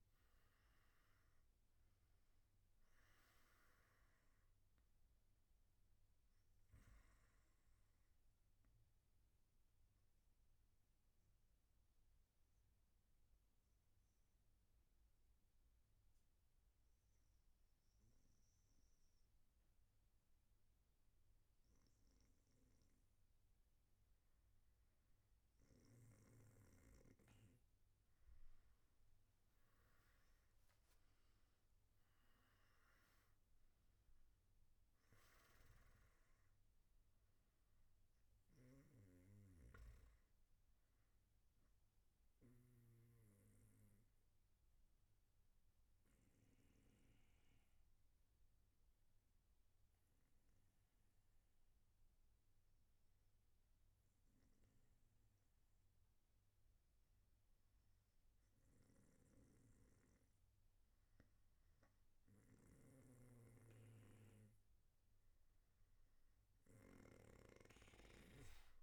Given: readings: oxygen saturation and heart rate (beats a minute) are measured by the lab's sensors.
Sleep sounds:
breathing in sleep by a room microphone; 2
10.00-25.00 s: obstructive apnea (oxygen 96% before, 94% lowest, heart rate 113 before, 104 extreme, up 24 after)
45.00-60.00 s: obstructive apnea (oxygen 96% before, 94% lowest, heart rate 124 before, 92 extreme)
From the record:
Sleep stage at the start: N1 (lightest sleep); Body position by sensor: on the back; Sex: male

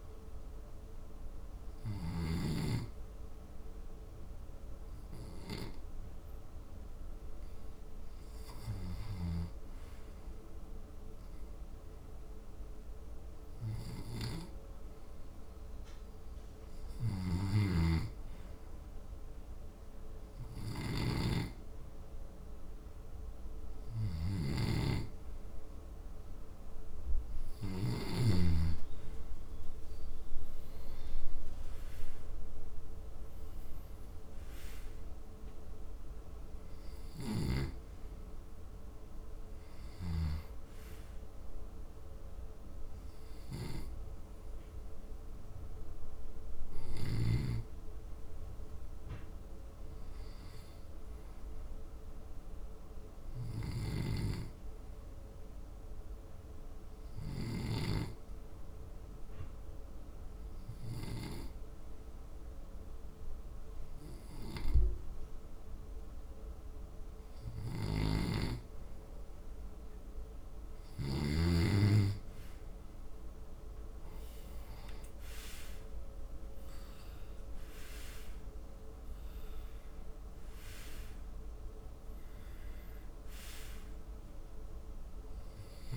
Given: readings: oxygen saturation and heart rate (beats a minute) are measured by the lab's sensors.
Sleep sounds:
breathing in sleep by a room microphone; 2
0.00-2.50 s: snoring (device-marked)
0.00-11.50 s: oxygen desaturation (device-marked, oxygen 91% lowest, heart rate 69 extreme)
9.50-22.00 s: hypopnea (oxygen 97% before, 90% lowest, heart rate 73 before, 70 extreme, up 4 after)
17.50-28.50 s: snoring (device-marked)
26.50-30.00 s: arousal
53.50-72.00 s: hypopnea (oxygen 95% before, 88% lowest, heart rate 76 before, 69 extreme, up 9 after)
65.50-85.97 s: oxygen desaturation (device-marked, oxygen 95% before, 89% lowest, heart rate 73 before, 67 extreme)
67.50-71.50 s: snoring (device-marked)
73.50-77.50 s: arousal
From the record:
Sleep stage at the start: N2 (light sleep); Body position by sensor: on the back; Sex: male

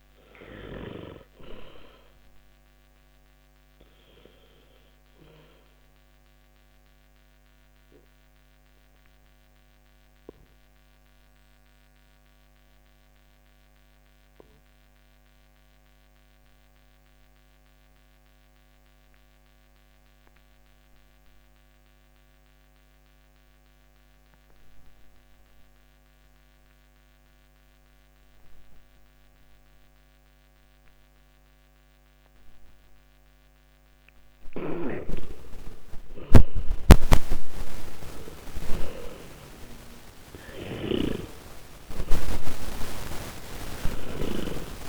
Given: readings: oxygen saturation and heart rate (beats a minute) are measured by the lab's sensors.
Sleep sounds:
breathing in sleep by a microphone on the trachea; 1
0.00-31.50 s: oxygen desaturation (device-marked, oxygen 75% lowest, heart rate 49 extreme)
3.00-35.00 s: obstructive apnea (oxygen 98% before, 75% lowest, heart rate 67 before, 49 extreme, up 15 after)
34.50-44.89 s: snoring (device-marked)
36.00-41.00 s: arousal
From the record:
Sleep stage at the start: N2 (light sleep); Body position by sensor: on the back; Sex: male

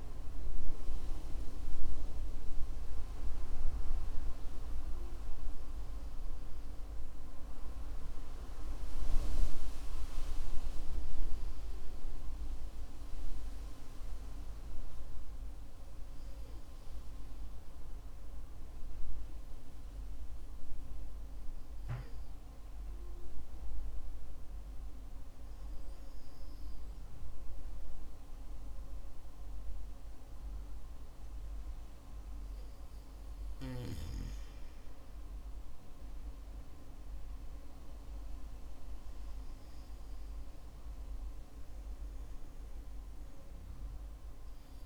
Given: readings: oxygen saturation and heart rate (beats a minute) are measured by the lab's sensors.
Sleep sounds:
breathing in sleep by a room microphone; 1
15.50-32.00 s: hypopnea (oxygen 95% before, 93% lowest, heart rate 59 before, 51 extreme, up 1 after)
36.00-39.50 s: arousal
From the record:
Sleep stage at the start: N2 (light sleep); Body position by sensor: on the back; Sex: male

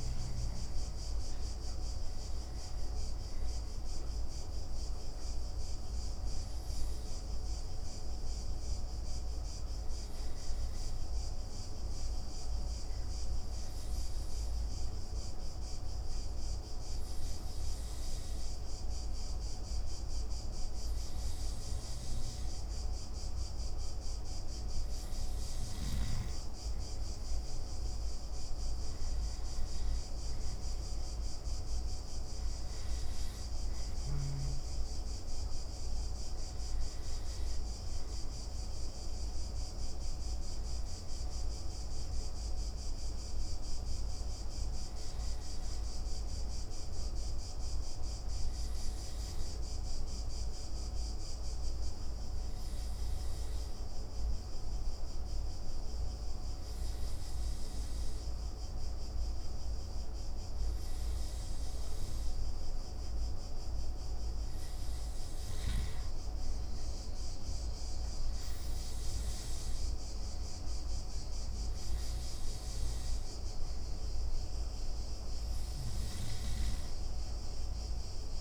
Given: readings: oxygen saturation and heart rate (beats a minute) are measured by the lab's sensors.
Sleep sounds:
breathing in sleep, hard to hear, by a room microphone; 2
1.00-17.00 s: oxygen desaturation (device-marked, oxygen 97% before, 91% lowest)
13.00-24.50 s: obstructive apnea (oxygen 97% before, 91% lowest)
26.50-30.00 s: arousal
35.00-54.00 s: oxygen desaturation (device-marked, oxygen 95% before, 91% lowest)
44.50-61.50 s: hypopnea (oxygen 96% before, 91% lowest)
64.00-78.41 s: oxygen desaturation (device-marked, oxygen 95% before, 91% lowest)
64.50-68.00 s: arousal
From the record:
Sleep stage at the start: N2 (light sleep); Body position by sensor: on the back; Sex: male

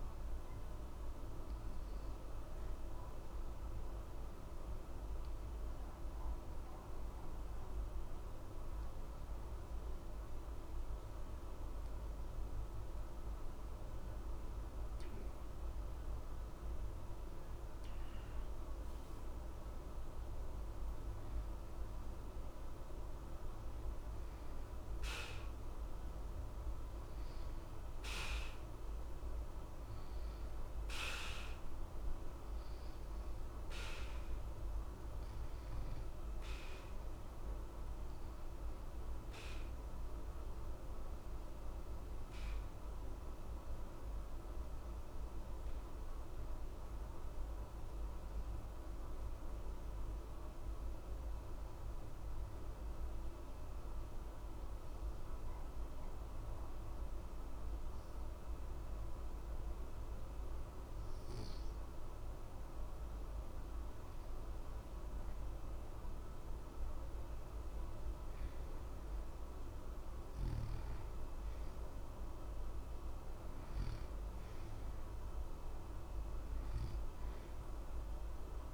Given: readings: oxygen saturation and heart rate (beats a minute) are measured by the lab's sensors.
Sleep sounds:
breathing in sleep, hard to hear, by a room microphone; 2
2.50-19.50 s: mixed apnea (oxygen 90% before, 88% lowest, heart rate 60 before, 60 extreme, up 2 after)
23.00-26.00 s: arousal
31.50-59.50 s: oxygen desaturation (device-marked, oxygen 93% before, 89% lowest, heart rate 61 before, 60 extreme)
46.50-65.00 s: central apnea (oxygen 94% before, 88% lowest, heart rate 60 before, 60 extreme, up 3 after)
68.00-72.00 s: arousal
From the record:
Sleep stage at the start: N2 (light sleep); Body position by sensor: on the back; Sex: male

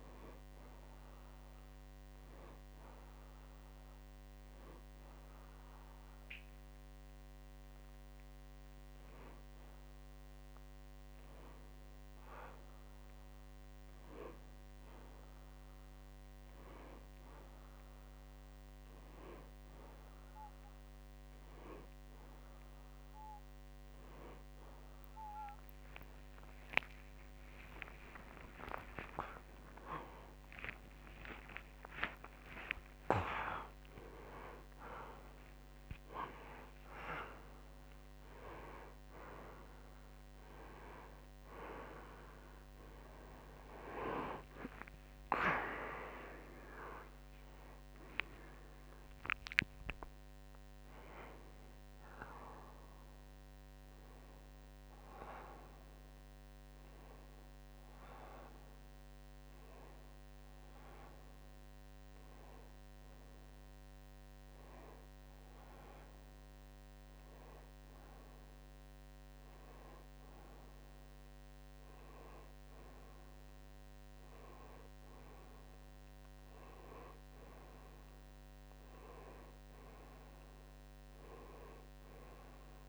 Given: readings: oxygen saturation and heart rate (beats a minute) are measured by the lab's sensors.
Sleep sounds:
a person partly awake in a sleep study, by a microphone on the trachea; 1
0.50-12.50 s: hypopnea (oxygen 95% before, 92% lowest, heart rate 65 before, 61 extreme, up 1 after)
1.00-13.00 s: oxygen desaturation (device-marked, oxygen 95% before, 92% lowest, heart rate 65 before, 61 extreme)
17.00-47.00 s: new sleep stage, awake
47.00-82.89 s: new sleep stage, N1 (lightest sleep)
From the record:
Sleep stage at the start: N1 (lightest sleep); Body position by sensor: on the right side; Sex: male

